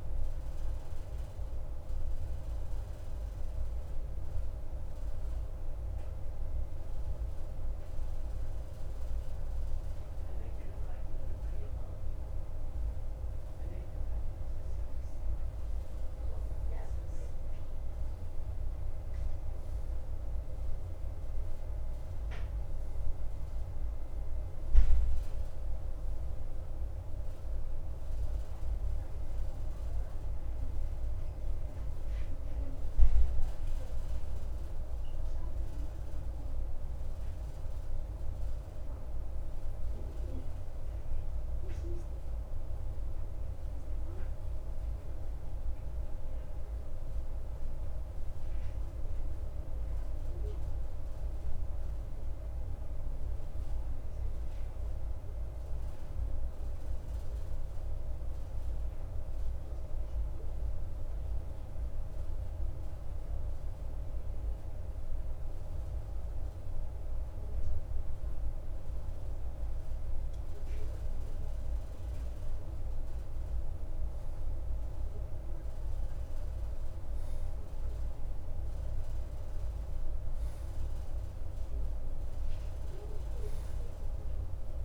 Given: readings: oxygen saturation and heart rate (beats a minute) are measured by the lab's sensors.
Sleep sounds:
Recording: breathing in sleep, hard to hear, by a room microphone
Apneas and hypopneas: 1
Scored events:
39.00-44.00 s: arousal
47.50-66.50 s: obstructive apnea (oxygen 93% before, 91% lowest, heart rate 57 before, 53 extreme, up 3 after)
70.00-74.50 s: arousal
From the record:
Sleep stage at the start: N2 (light sleep)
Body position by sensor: on the right side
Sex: male

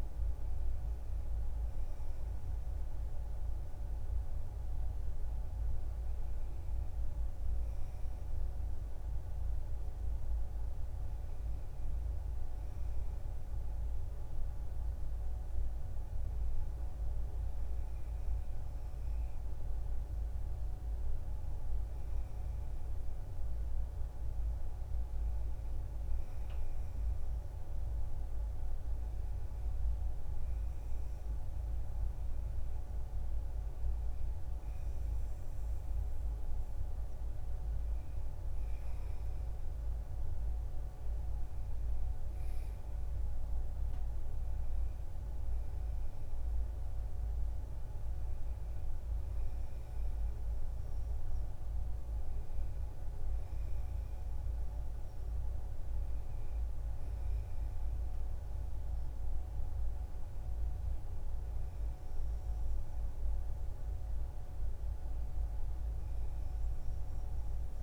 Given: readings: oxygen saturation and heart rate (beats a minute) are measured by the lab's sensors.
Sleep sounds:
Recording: breathing in sleep, hard to hear, by a room microphone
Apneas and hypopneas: none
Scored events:
none scored
From the record:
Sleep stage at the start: N2 (light sleep)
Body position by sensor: on the right side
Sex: male

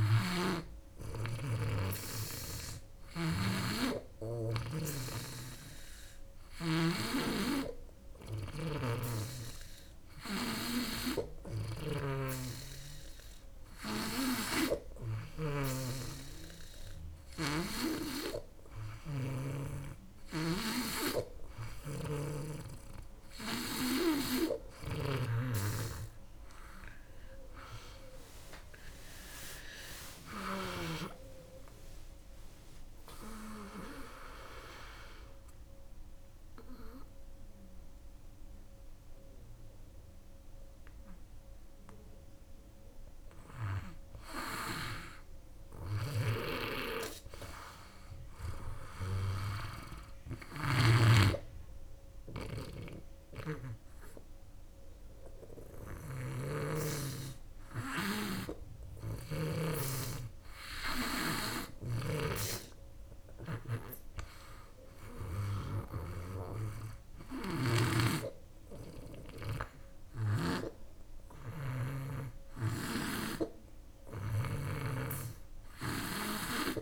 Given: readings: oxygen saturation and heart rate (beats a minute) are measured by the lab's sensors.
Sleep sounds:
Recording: breathing in sleep by a room microphone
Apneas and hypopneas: none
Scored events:
1.00-4.50 s: snoring (device-marked)
6.50-15.00 s: snoring (device-marked)
17.00-25.00 s: snoring (device-marked)
45.50-53.50 s: snoring (device-marked)
55.50-67.50 s: snoring (device-marked)
72.00-76.82 s: snoring (device-marked)
From the record:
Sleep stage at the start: N2 (light sleep)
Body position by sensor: on the back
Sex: female

